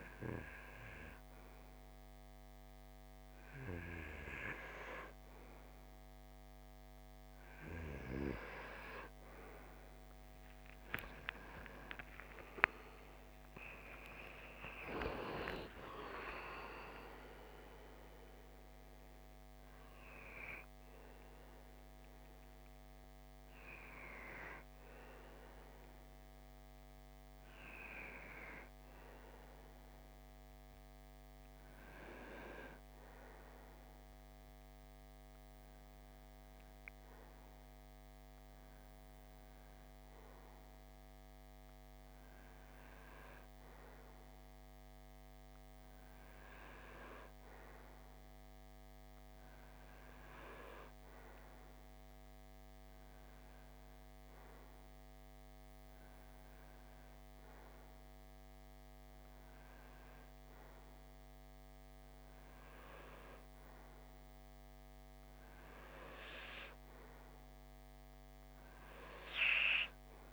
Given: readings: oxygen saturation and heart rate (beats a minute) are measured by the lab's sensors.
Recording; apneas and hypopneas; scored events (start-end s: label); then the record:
breathing in sleep by a microphone on the trachea; none
11.00-15.00 s: arousal
61.00-69.00 s: oxygen desaturation (device-marked, oxygen 96% before, 93% lowest, heart rate 63 before, 57 extreme)
From the record:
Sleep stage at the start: REM sleep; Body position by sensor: on the right side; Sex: male